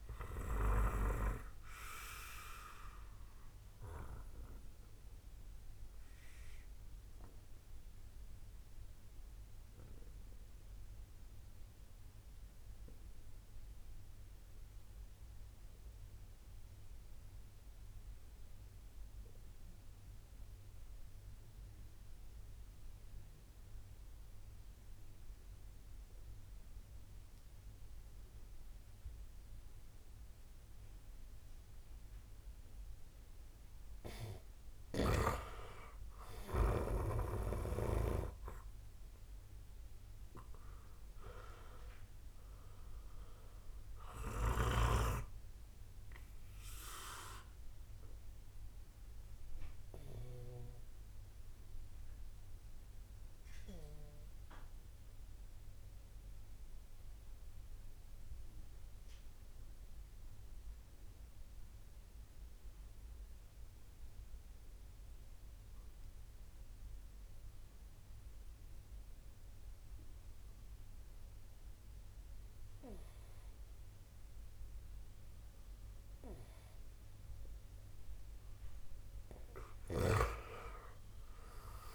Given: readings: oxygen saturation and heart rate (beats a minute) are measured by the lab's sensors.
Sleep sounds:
breathing in sleep by a room microphone; 2
1.00-32.50 s: obstructive apnea (oxygen 98% before, 92% lowest, heart rate 57 before, 49 extreme, up 13 after)
32.50-63.50 s: oxygen desaturation (device-marked, oxygen 97% before, 92% lowest, heart rate 65 before, 46 extreme)
34.50-38.00 s: snoring (device-marked)
36.00-40.00 s: arousal
46.00-77.50 s: obstructive apnea (oxygen 97% before, 92% lowest, heart rate 59 before, 46 extreme, up 4 after)
78.50-81.95 s: oxygen desaturation (device-marked, oxygen 97% before, 92% lowest, heart rate 61 before, 54 extreme)
79.50-81.95 s: snoring (device-marked)
From the record:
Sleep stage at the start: N2 (light sleep); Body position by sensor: on the right side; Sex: male

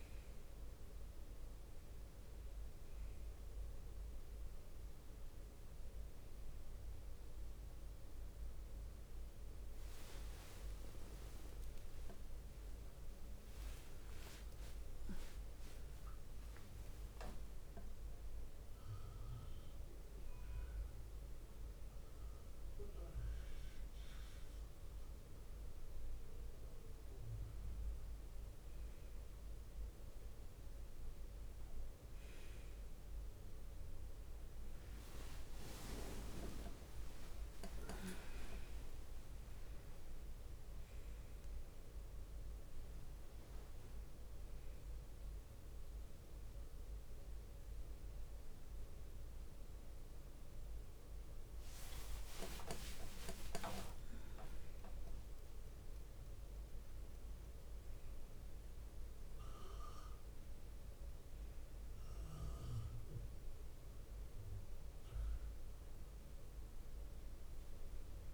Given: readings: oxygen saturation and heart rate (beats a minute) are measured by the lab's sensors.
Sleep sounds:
a person awake in a sleep study, by a room microphone; none
0.00-10.00 s: oxygen desaturation (device-marked, oxygen 97% before, 92% lowest, heart rate 55 before, 51 extreme)
From the record:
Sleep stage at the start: awake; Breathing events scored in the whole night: 174 in 4.2 hours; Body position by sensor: on the back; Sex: female

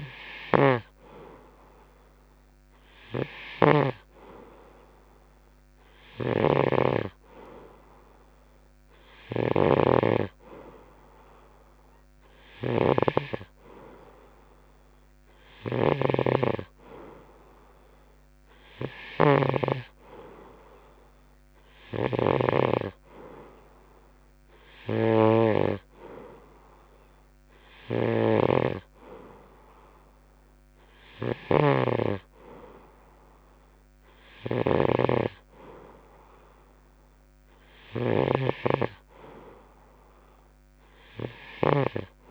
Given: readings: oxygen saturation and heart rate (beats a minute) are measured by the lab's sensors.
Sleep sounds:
breathing in sleep by a microphone on the trachea; none
0.00-4.50 s: snoring (device-marked)
6.50-26.00 s: snoring (device-marked)
28.00-42.31 s: snoring (device-marked)
From the record:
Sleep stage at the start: N2 (light sleep); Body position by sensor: on the right side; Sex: male

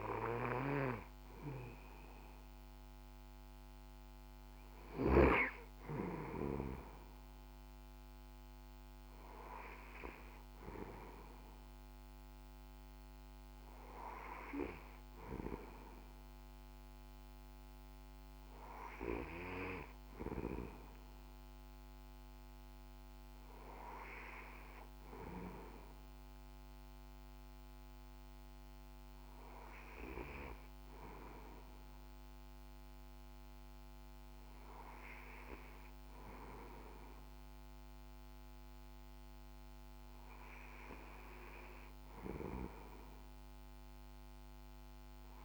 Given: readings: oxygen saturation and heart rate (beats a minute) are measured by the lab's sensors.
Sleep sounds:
breathing in sleep by a microphone on the trachea; none
none scored
From the record:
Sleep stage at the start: N2 (light sleep); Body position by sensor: on the back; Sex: male

